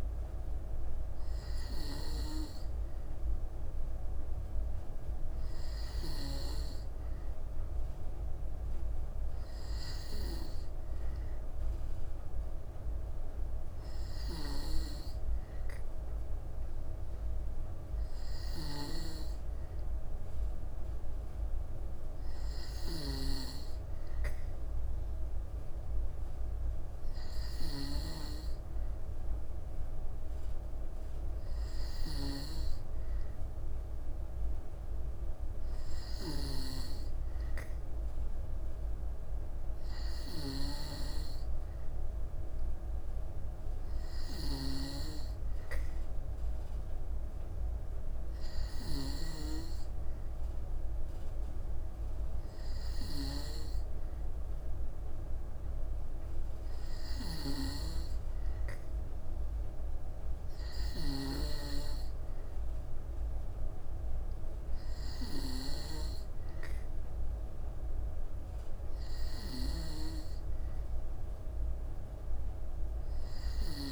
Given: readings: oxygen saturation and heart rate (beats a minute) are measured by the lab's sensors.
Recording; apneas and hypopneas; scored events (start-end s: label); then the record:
breathing in sleep by a room microphone; none
none scored
From the record:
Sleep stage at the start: N2 (light sleep); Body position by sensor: on the back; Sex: female